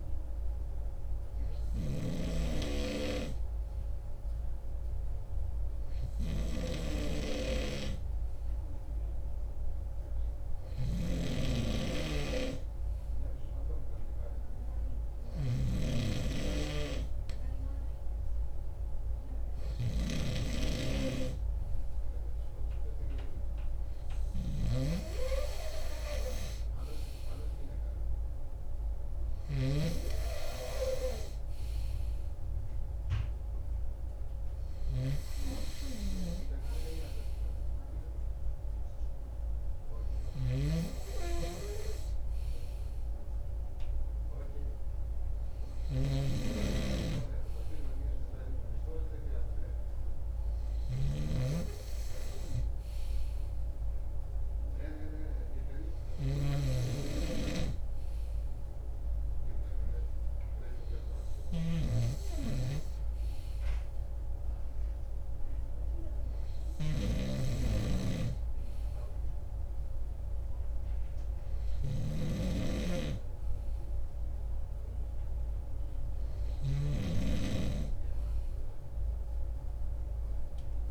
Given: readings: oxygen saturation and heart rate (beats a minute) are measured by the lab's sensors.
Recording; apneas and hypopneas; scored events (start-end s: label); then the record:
breathing in sleep by a room microphone; none
11.00-20.50 s: snoring (device-marked)
51.00-77.00 s: snoring (device-marked)
From the record:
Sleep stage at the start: N2 (light sleep); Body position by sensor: on the right side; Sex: male